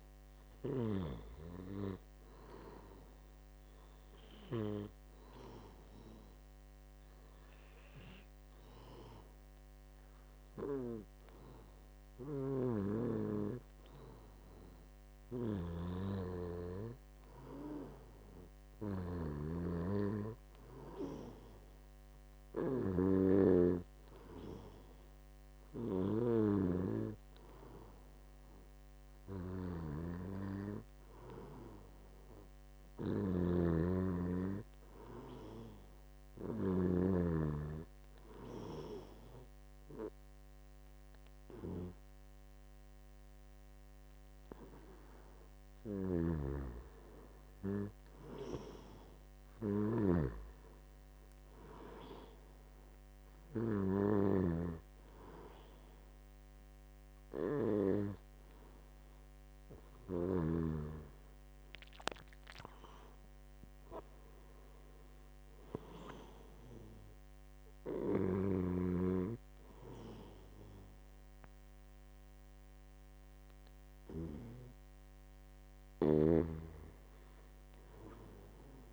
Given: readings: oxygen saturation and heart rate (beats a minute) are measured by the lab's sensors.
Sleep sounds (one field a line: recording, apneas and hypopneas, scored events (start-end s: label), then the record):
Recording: breathing in sleep by a microphone on the trachea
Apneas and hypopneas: 2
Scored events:
15.50-27.00 s: snoring (device-marked)
33.00-37.00 s: snoring (device-marked)
37.00-47.50 s: obstructive apnea (oxygen 95% before, 92% lowest, heart rate 77 before, 75 extreme, up 1 after)
46.00-61.00 s: snoring (device-marked)
49.50-52.00 s: arousal
54.50-64.50 s: obstructive apnea (oxygen 95% before, 90% lowest, heart rate 77 before, 72 extreme, up 2 after)
67.00-70.00 s: arousal
From the record:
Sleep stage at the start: N2 (light sleep)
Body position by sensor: on the back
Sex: male